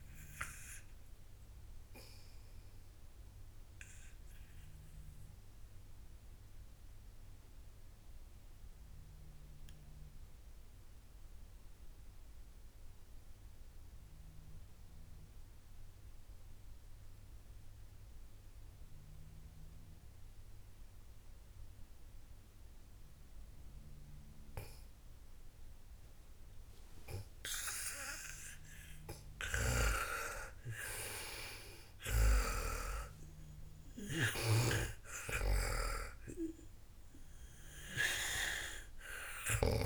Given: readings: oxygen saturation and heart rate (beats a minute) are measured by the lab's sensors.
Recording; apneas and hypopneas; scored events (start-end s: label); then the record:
breathing in sleep by a room microphone; 1
0.00-12.00 s: oxygen desaturation (device-marked, oxygen 91% lowest, heart rate 55 extreme)
1.00-28.50 s: obstructive apnea (oxygen 97% before, 91% lowest, heart rate 69 before, 55 extreme, up 31 after)
30.00-33.00 s: arousal
30.00-33.50 s: snoring (device-marked)
31.00-39.86 s: oxygen desaturation (device-marked, oxygen 98% before, 92% lowest, heart rate 60 before, 55 extreme)
35.50-39.86 s: snoring (device-marked)
From the record:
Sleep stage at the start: N2 (light sleep); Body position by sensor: on the back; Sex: female